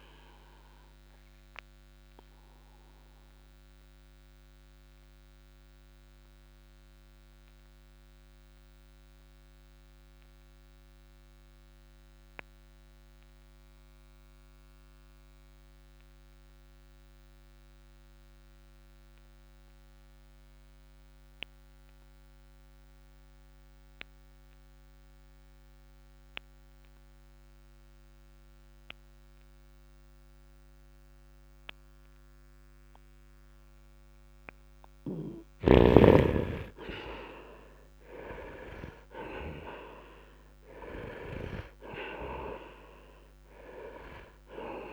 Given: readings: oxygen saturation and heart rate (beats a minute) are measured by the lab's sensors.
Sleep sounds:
breathing in sleep by a microphone on the trachea; 1
0.00-23.00 s: oxygen desaturation (device-marked, oxygen 84% lowest, heart rate 52 extreme)
1.00-35.50 s: obstructive apnea (oxygen 99% before, 78% lowest, heart rate 60 before, 52 extreme, up 8 after)
32.00-44.93 s: oxygen desaturation (device-marked, oxygen 99% before, 78% lowest, heart rate 63 before, 53 extreme)
36.50-40.50 s: arousal
From the record:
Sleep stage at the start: N2 (light sleep); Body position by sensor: on the right side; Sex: male

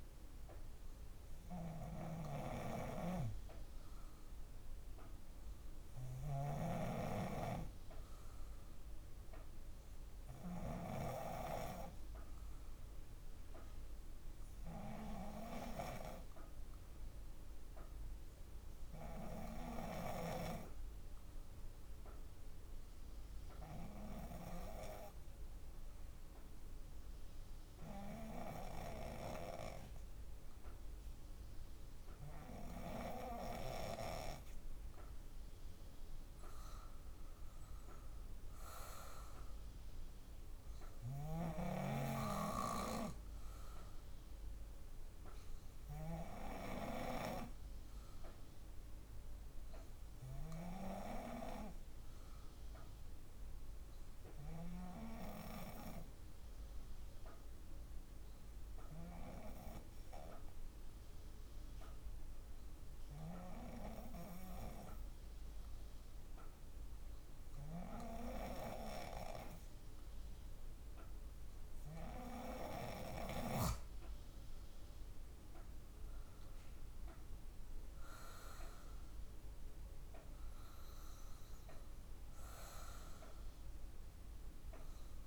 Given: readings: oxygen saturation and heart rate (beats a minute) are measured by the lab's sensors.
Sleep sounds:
breathing in sleep by a room microphone; 2
0.00-10.50 s: snoring (device-marked)
12.50-34.00 s: hypopnea (oxygen 97% before, 94% lowest, heart rate 53 before, 53 extreme, up 3 after)
36.50-41.50 s: arousal
54.00-71.50 s: hypopnea (oxygen 96% before, 94% lowest, heart rate 55 before, 52 extreme, up 5 after)
74.50-79.50 s: arousal
From the record:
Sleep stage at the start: N2 (light sleep); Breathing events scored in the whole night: 119 in 5.0 hours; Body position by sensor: on the back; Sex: female

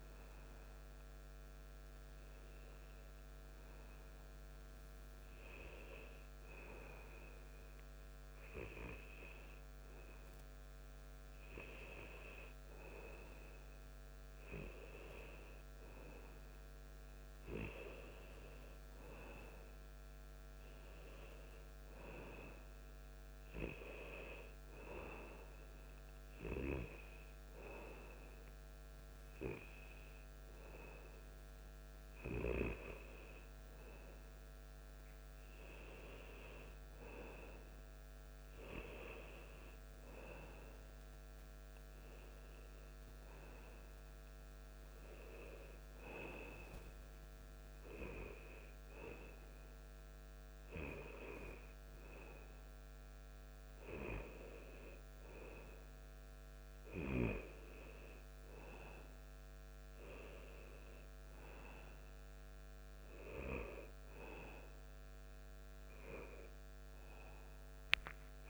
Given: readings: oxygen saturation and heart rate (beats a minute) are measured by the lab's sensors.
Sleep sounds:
a person partly awake in a sleep study, by a microphone on the trachea; 1
23.00-53.00 s: new sleep stage, N1 (lightest sleep)
45.50-56.00 s: hypopnea (oxygen 94% before, 91% lowest)
53.00-68.50 s: new sleep stage, N2 (light sleep)
64.00-68.50 s: arousal
From the record:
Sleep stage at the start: awake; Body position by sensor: on the back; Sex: male

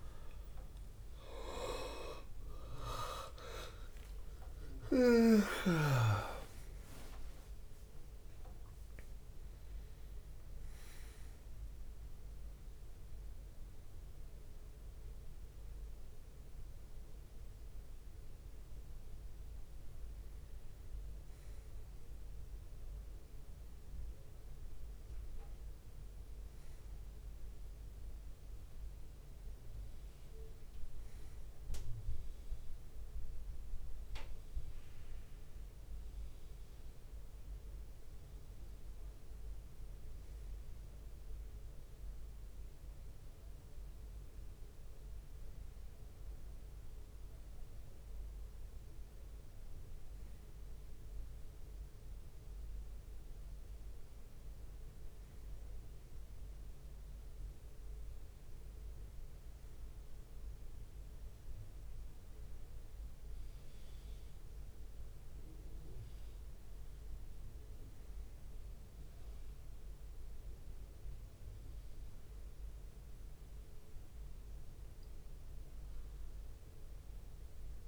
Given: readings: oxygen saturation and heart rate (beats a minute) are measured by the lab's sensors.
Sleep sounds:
a person partly awake in a sleep study, by a room microphone; none
0.00-1.50 s: leg movement (device-marked)
0.00-2.00 s: drop in pulse transit time (device-marked, heart rate 96 before, 87 extreme)
1.50-12.00 s: leg movement (device-marked)
6.00-8.00 s: long interval between heartbeats (device-marked, heart rate 86 before, 88 extreme)
30.00-77.88 s: new sleep stage, N1 (lightest sleep)
45.00-56.00 s: oxygen desaturation (device-marked, oxygen 99% before, 96% lowest, heart rate 67 before, 65 extreme)
From the record:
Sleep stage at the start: awake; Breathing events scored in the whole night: 189 in 4.2 hours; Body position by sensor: on the right side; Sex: male

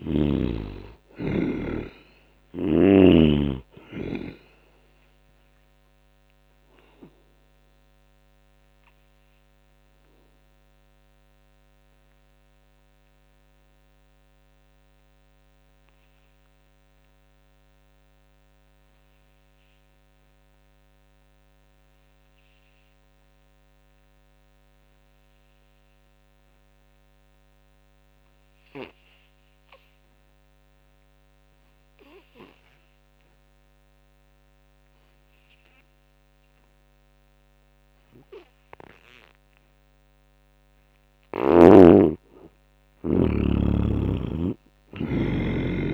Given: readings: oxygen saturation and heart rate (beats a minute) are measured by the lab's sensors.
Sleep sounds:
breathing in sleep by a microphone on the trachea; 1
0.00-16.00 s: oxygen desaturation (device-marked, oxygen 70% lowest, heart rate 58 extreme)
4.50-40.50 s: obstructive apnea (oxygen 98% before, 70% lowest, heart rate 72 before, 56 extreme, up 24 after)
26.00-45.94 s: oxygen desaturation (device-marked, oxygen 99% before, 70% lowest, heart rate 82 before, 56 extreme)
42.50-45.94 s: arousal
From the record:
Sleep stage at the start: N2 (light sleep); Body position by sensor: on the back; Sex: male

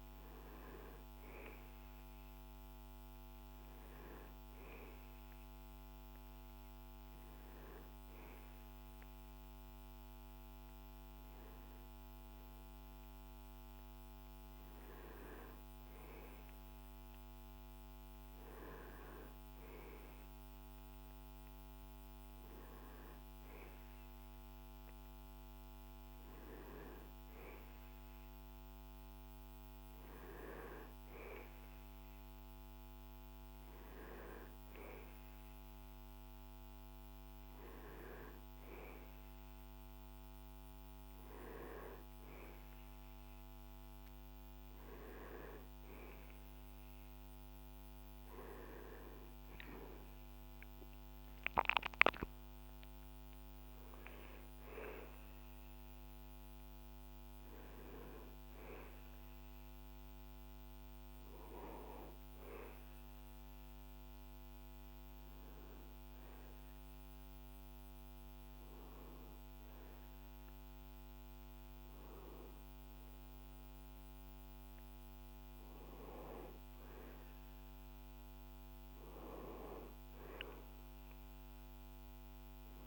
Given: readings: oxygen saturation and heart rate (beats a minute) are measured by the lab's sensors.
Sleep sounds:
breathing in sleep by a microphone on the trachea; none
none scored
From the record:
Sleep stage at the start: N1 (lightest sleep); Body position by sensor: on the back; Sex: male

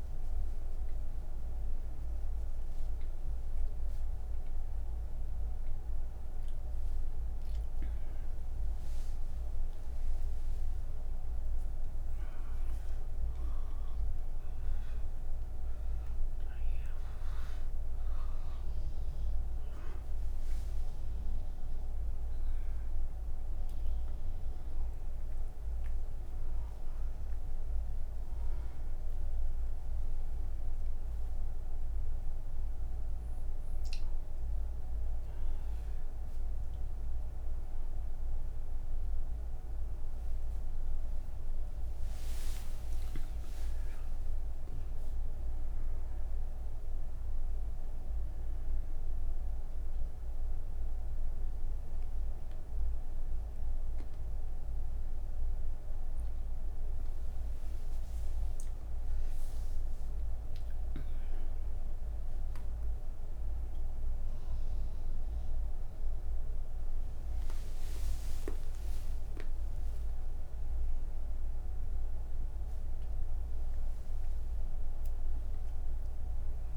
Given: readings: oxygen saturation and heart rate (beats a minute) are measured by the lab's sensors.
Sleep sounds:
breathing in sleep, hard to hear, by a room microphone; none
none scored
From the record:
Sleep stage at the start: N2 (light sleep); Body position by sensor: on the back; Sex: female

